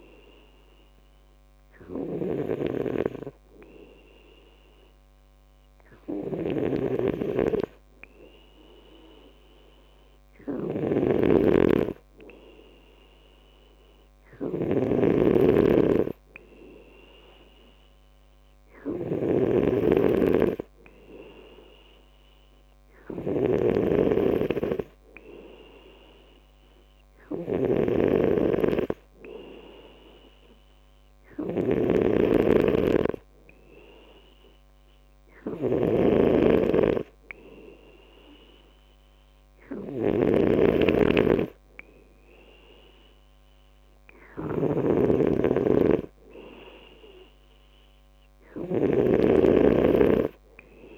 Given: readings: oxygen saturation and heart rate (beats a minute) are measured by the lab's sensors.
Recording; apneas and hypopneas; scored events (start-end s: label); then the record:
breathing in sleep by a microphone on the trachea; none
0.00-50.98 s: snoring (device-marked)
From the record:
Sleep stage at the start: N2 (light sleep); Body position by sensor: on the left side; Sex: male